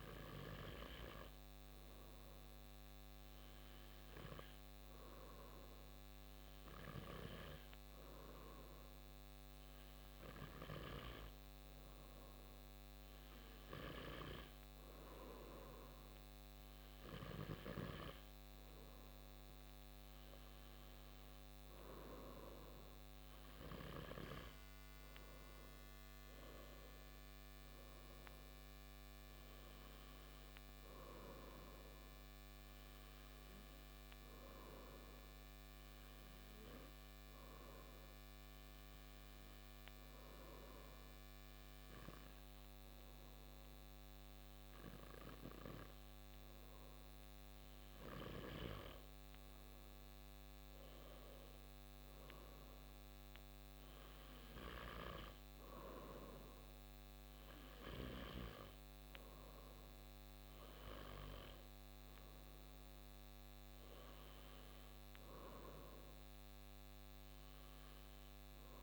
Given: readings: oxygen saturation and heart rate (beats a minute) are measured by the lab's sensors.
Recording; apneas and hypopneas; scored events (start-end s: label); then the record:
breathing in sleep by a microphone on the trachea; 1
34.50-46.50 s: obstructive apnea (oxygen 96% before, 94% lowest)
50.00-54.50 s: arousal
From the record:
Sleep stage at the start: N2 (light sleep); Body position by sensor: on the back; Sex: male